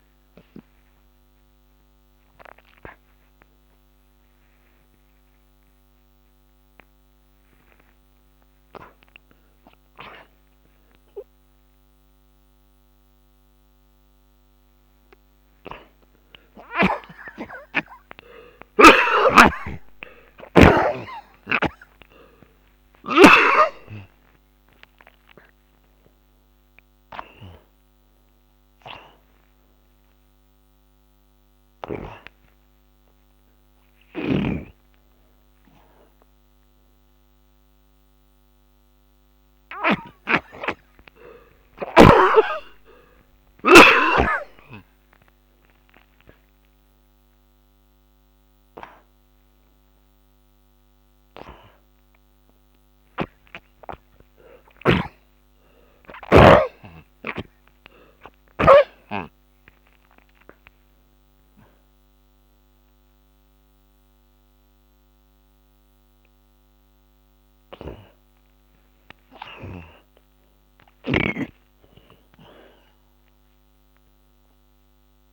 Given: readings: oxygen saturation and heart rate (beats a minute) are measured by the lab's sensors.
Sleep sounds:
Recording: a person awake in a sleep study, by a microphone on the trachea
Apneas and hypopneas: none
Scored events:
0.00-22.00 s: oxygen desaturation (device-marked, oxygen 78% lowest)
19.00-23.50 s: snoring (device-marked)
31.00-43.00 s: oxygen desaturation (device-marked, oxygen 96% before, 90% lowest, heart rate 76 before, 32 extreme)
52.00-62.00 s: oxygen desaturation (device-marked, oxygen 98% before, 91% lowest, heart rate 70 before, 65 extreme)
53.00-56.50 s: snoring (device-marked)
64.00-75.33 s: new sleep stage, N1 (lightest sleep)
67.00-75.33 s: oxygen desaturation (device-marked, oxygen 96% before, 92% lowest, heart rate 75 before, 77 extreme)
From the record:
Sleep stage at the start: awake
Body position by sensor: on the back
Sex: male

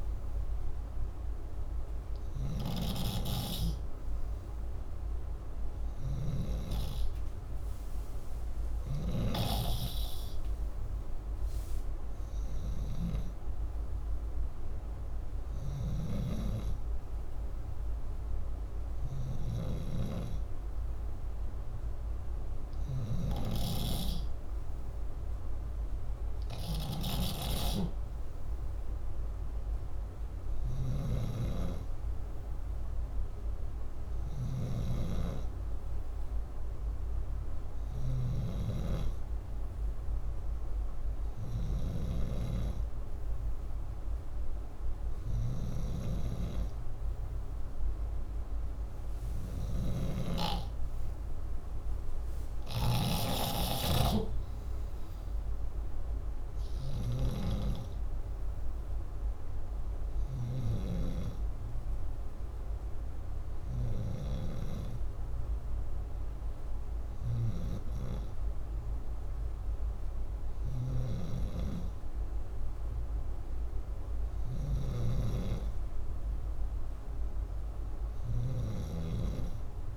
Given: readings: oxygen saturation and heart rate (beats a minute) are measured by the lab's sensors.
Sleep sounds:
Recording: breathing in sleep by a room microphone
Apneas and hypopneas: none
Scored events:
0.00-2.50 s: snoring (device-marked)
15.00-42.00 s: snoring (device-marked)
49.00-57.00 s: snoring (device-marked)
70.00-79.97 s: snoring (device-marked)
From the record:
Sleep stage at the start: N2 (light sleep)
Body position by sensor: upright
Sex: male

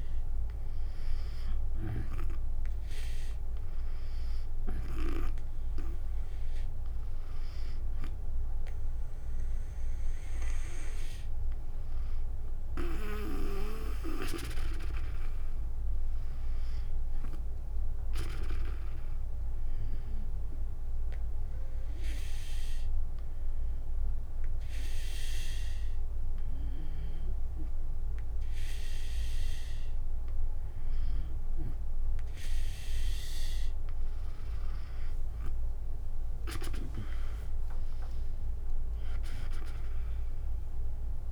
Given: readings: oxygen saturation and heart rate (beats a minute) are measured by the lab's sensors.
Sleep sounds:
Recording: breathing in sleep by a room microphone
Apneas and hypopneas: 1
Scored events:
1.00-3.00 s: tachycardia (device-marked, heart rate 74 before, 88 extreme)
6.00-20.00 s: drop in pulse transit time (device-marked, heart rate 84 before, 69 extreme)
20.50-32.00 s: hypopnea (oxygen 95% before, 92% lowest, heart rate 86 before, 64 extreme, up 14 after)
34.00-36.50 s: arousal
36.00-41.32 s: drop in pulse transit time (device-marked, heart rate 70 before, 64 extreme)
39.00-41.32 s: oxygen desaturation (device-marked, oxygen 96% before, 92% lowest, heart rate 69 before, 63 extreme)
From the record:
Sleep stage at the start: N2 (light sleep)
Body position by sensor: on the back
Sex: female

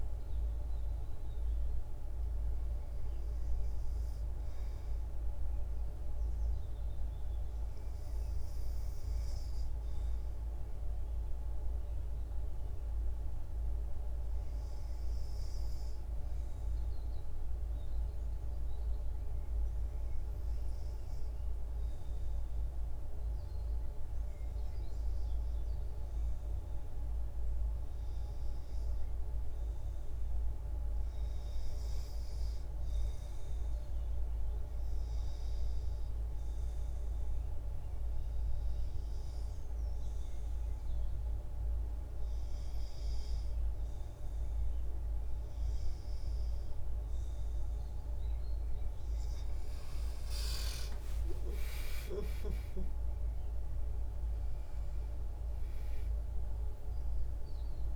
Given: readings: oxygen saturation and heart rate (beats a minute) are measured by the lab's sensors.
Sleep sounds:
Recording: breathing in sleep, hard to hear, by a room microphone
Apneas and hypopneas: 1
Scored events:
10.50-46.00 s: obstructive apnea (oxygen 97% before, 88% lowest, heart rate 56 before, 54 extreme, up 10 after)
12.50-57.96 s: new sleep stage, REM sleep
29.50-50.50 s: oxygen desaturation (device-marked, oxygen 94% before, 89% lowest, heart rate 55 before, 58 extreme)
48.50-53.50 s: arousal
From the record:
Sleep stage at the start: N2 (light sleep)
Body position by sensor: on the back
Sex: female

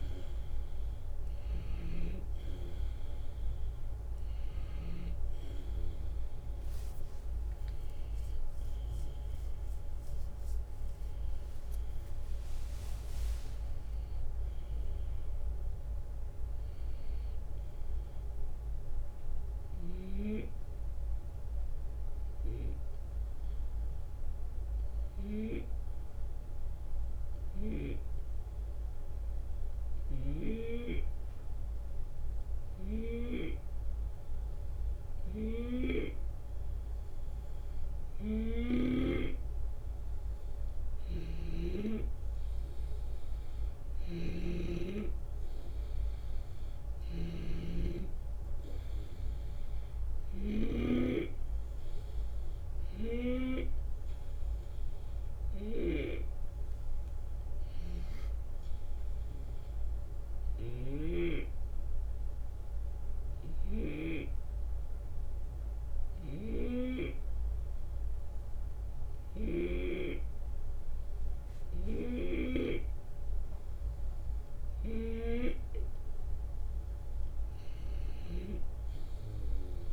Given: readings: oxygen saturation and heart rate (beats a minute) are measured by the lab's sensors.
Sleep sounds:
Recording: breathing in sleep by a room microphone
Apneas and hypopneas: 2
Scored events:
0.00-11.50 s: drop in pulse transit time (device-marked, heart rate 76 extreme)
7.00-10.50 s: arousal
20.50-37.50 s: hypopnea (oxygen 94% before, 91% lowest, heart rate 79 before, 70 extreme, up 7 after)
30.00-36.00 s: snoring (device-marked)
38.00-64.00 s: snoring (device-marked)
38.50-66.50 s: oxygen desaturation (device-marked, oxygen 95% before, 91% lowest, heart rate 72 before, 71 extreme)
41.50-46.00 s: arousal
60.00-75.50 s: hypopnea (oxygen 95% before, 90% lowest, heart rate 78 before, 71 extreme, up 6 after)
66.00-69.50 s: snoring (device-marked)
77.50-79.93 s: arousal
From the record:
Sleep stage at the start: N2 (light sleep)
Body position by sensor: on the left side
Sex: male

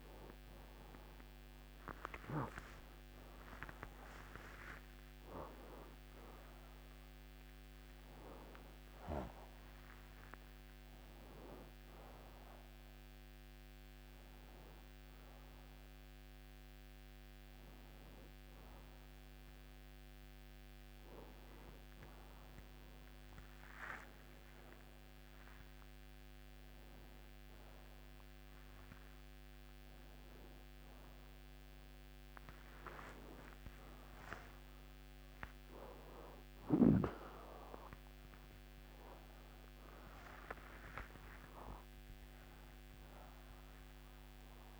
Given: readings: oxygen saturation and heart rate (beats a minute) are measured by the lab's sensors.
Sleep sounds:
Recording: a person awake in a sleep study, by a microphone on the trachea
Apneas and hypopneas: none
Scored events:
10.50-25.50 s: oxygen desaturation (device-marked, oxygen 97% before, 84% lowest, heart rate 103 before, 61 extreme)
From the record:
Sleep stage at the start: awake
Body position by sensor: on the right side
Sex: male

